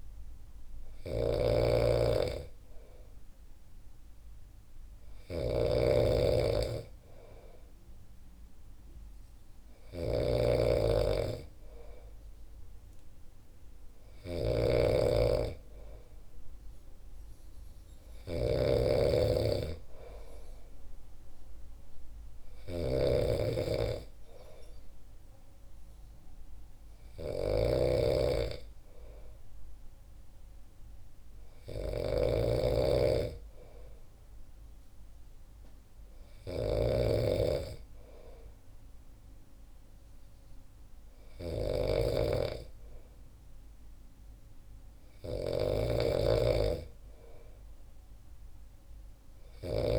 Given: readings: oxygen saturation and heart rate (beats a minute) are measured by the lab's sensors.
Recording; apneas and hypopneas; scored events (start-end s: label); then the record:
breathing in sleep by a room microphone; none
0.00-49.99 s: snoring (device-marked)
From the record:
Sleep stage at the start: N2 (light sleep); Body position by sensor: on the back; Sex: male